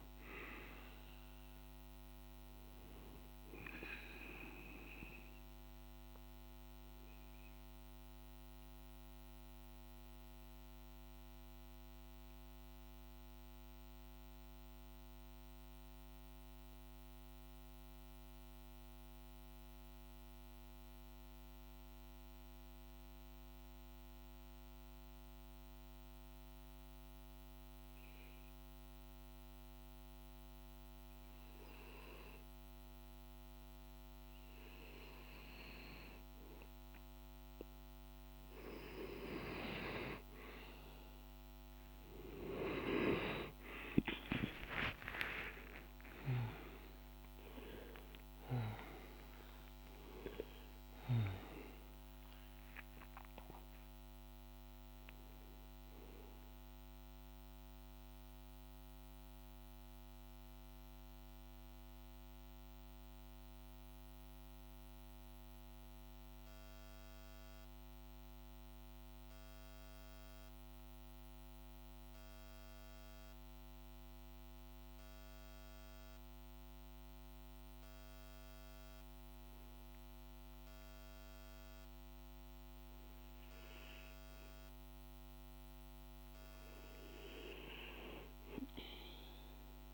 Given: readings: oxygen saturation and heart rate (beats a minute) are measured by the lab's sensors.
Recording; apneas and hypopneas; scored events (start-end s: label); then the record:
breathing in sleep by a microphone on the trachea; 2
0.00-13.50 s: oxygen desaturation (device-marked, oxygen 90% lowest, heart rate 48 extreme)
4.50-35.00 s: mixed apnea (oxygen 98% before, 89% lowest, heart rate 64 before, 48 extreme, up 5 after)
32.50-64.50 s: oxygen desaturation (device-marked, oxygen 98% before, 89% lowest, heart rate 50 before, 48 extreme)
43.00-47.00 s: arousal
55.50-84.50 s: mixed apnea (oxygen 98% before, 90% lowest, heart rate 62 before, 48 extreme, up 22 after)
82.50-89.94 s: oxygen desaturation (device-marked, oxygen 98% before, 90% lowest, heart rate 49 before, 46 extreme)
From the record:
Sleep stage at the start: N2 (light sleep); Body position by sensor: on the back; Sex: male